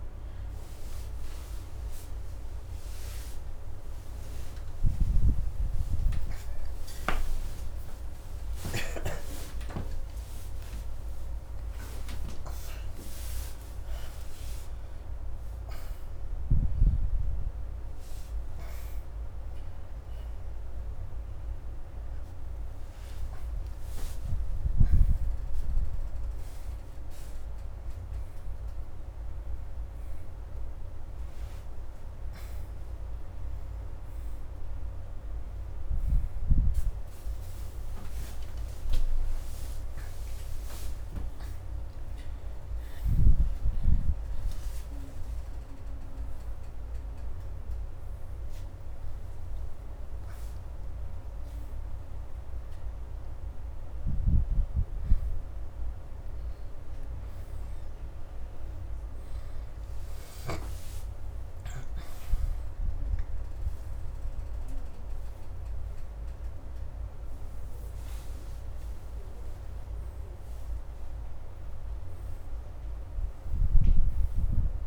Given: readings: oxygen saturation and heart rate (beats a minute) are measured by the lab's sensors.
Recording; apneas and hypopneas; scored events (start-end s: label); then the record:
a person awake in a sleep study, by a room microphone; none
0.00-4.50 s: oxygen desaturation (device-marked, oxygen 81% lowest)
11.50-27.50 s: oxygen desaturation (device-marked, oxygen 87% before, 83% lowest, heart rate 47 before, 87 extreme)
42.50-56.50 s: oxygen desaturation (device-marked, oxygen 90% before, 82% lowest, heart rate 125 before, 84 extreme)
From the record:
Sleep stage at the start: awake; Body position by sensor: on the left side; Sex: female